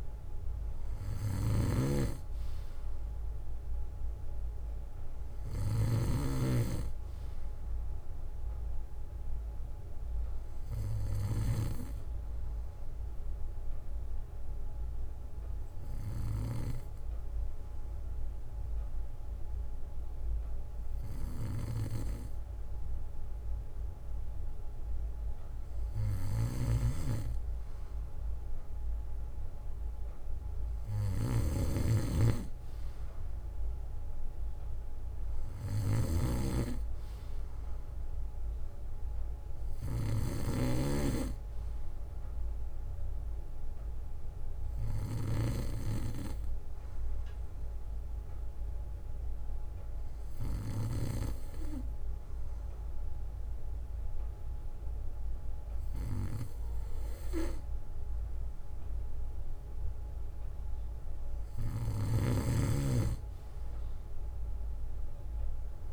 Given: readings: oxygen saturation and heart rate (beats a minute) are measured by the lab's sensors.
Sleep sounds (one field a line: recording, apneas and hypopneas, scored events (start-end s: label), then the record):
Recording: breathing in sleep by a room microphone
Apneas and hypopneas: 2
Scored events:
0.00-6.00 s: snoring (device-marked)
11.00-13.00 s: bradycardia (device-marked, heart rate 61 before, 60 extreme)
12.50-25.00 s: hypopnea (oxygen 95% before, 93% lowest, heart rate 64 before, 57 extreme, up 4 after)
21.00-27.00 s: bradycardia (device-marked, heart rate 61 before, 59 extreme)
26.50-41.00 s: snoring (device-marked)
28.00-31.00 s: arousal
29.00-31.00 s: bradycardia (device-marked, heart rate 61 before, 59 extreme)
34.00-36.00 s: bradycardia (device-marked, heart rate 61 before, 63 extreme)
37.00-39.00 s: bradycardia (device-marked, heart rate 61 before, 57 extreme)
46.50-60.00 s: hypopnea (oxygen 95% before, 93% lowest, heart rate 61 before, 56 extreme, up 4 after)
47.00-49.00 s: bradycardia (device-marked, heart rate 61 before, 59 extreme)
50.00-52.00 s: bradycardia (device-marked, heart rate 61 before, 57 extreme)
54.00-64.00 s: bradycardia (device-marked, heart rate 61 before, 57 extreme)
62.00-65.93 s: snoring (device-marked)
62.50-65.93 s: arousal
From the record:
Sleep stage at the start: N2 (light sleep)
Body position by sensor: on the back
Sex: male